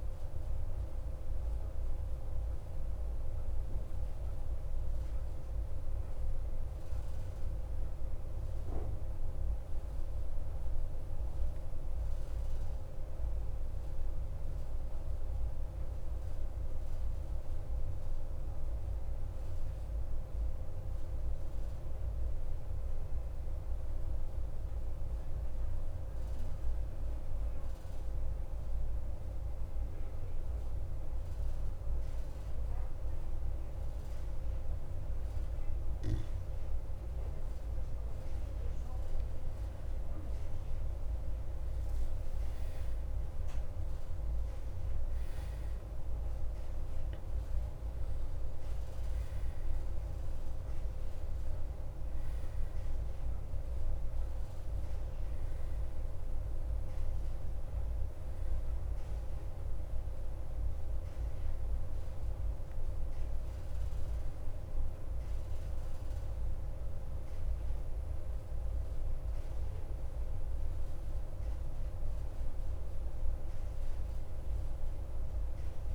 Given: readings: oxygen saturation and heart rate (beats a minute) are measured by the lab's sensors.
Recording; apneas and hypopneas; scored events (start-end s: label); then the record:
breathing in sleep, hard to hear, by a room microphone; 1
0.00-2.00 s: arousal
0.00-18.50 s: oxygen desaturation (device-marked, oxygen 88% lowest, heart rate 53 extreme)
4.50-35.50 s: mixed apnea (oxygen 94% before, 88% lowest, heart rate 57 before, 53 extreme, up 17 after)
37.50-53.50 s: oxygen desaturation (device-marked, oxygen 96% before, 93% lowest, heart rate 54 before, 53 extreme)
40.50-45.50 s: arousal
58.50-75.95 s: oxygen desaturation (device-marked, oxygen 94% before, 88% lowest, heart rate 62 before, 54 extreme)
72.00-75.95 s: arousal
From the record:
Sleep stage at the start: N2 (light sleep); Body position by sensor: on the right side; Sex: male